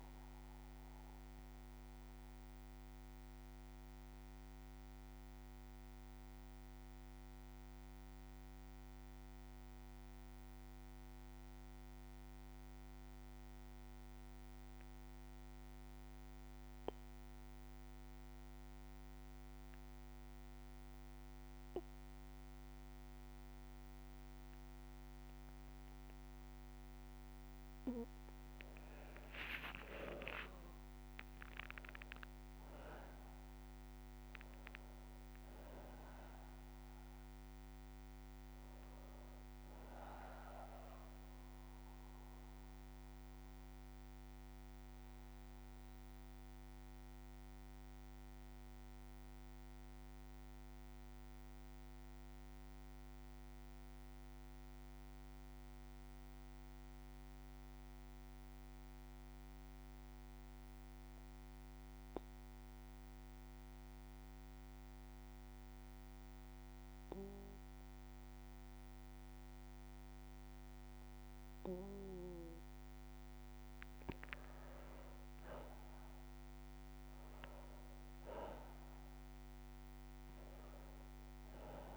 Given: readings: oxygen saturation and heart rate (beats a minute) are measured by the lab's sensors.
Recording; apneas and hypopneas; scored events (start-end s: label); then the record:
breathing in sleep by a microphone on the trachea; 2
0.00-26.50 s: bradycardia (device-marked, heart rate 55 extreme)
3.00-27.50 s: obstructive apnea (oxygen 99% before, 92% lowest, heart rate 60 before, 55 extreme, up 7 after)
26.50-55.50 s: oxygen desaturation (device-marked, oxygen 98% before, 92% lowest, heart rate 56 before, 54 extreme)
29.00-33.00 s: arousal
39.50-72.50 s: bradycardia (device-marked, heart rate 62 before, 54 extreme)
43.50-73.50 s: obstructive apnea (oxygen 98% before, 92% lowest, heart rate 60 before, 54 extreme, up 2 after)
69.50-81.97 s: oxygen desaturation (device-marked, oxygen 99% before, 92% lowest, heart rate 56 before, 55 extreme)
75.50-79.50 s: arousal
From the record:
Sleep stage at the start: N2 (light sleep); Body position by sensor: on the back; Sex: male